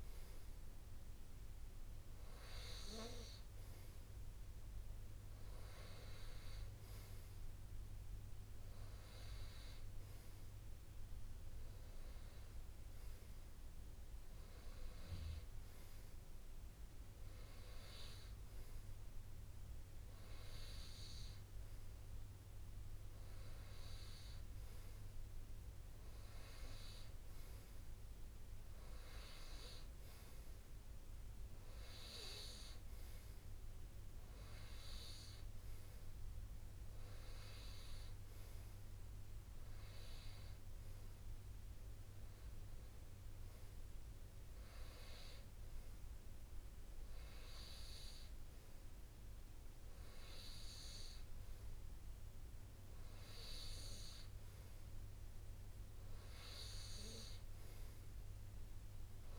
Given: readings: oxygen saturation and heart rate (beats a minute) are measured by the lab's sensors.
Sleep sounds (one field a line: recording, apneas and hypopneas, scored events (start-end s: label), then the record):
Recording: breathing in sleep by a room microphone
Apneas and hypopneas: none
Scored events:
none scored
From the record:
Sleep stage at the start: N2 (light sleep)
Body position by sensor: on the right side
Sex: male